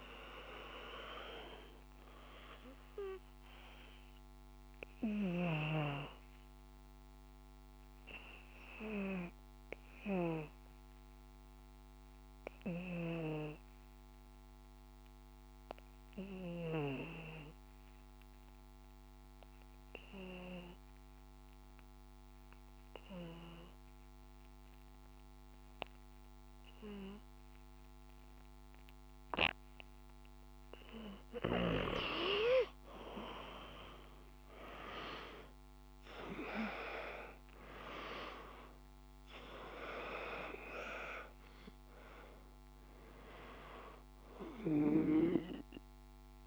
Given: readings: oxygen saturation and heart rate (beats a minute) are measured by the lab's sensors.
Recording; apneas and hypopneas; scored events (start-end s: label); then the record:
breathing in sleep by a microphone on the trachea; 1
3.50-16.50 s: oxygen desaturation (device-marked, oxygen 96% before, 93% lowest, heart rate 57 before, 53 extreme)
5.00-29.50 s: obstructive apnea (oxygen 97% before, 88% lowest, heart rate 57 before, 53 extreme, up 3 after)
31.50-46.46 s: oxygen desaturation (device-marked, oxygen 97% before, 88% lowest, heart rate 55 before, 55 extreme)
33.50-38.50 s: arousal
From the record:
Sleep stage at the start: N2 (light sleep); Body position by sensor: on the back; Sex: male